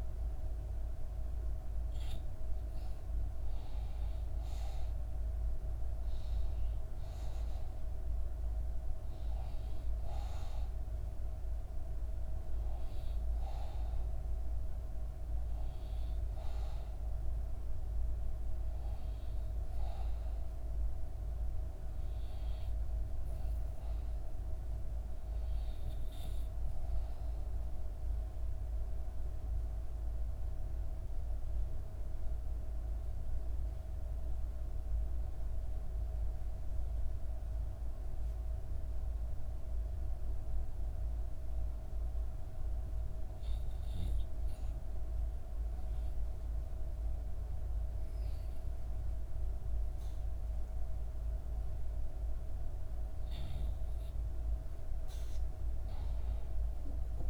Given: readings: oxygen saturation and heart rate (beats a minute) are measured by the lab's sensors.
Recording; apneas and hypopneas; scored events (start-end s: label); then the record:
breathing in sleep, hard to hear, by a room microphone; 1
27.00-52.00 s: obstructive apnea (oxygen 96% before, 90% lowest, heart rate 67 before, 63 extreme, up 2 after)
From the record:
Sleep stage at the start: REM sleep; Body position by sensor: on the back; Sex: female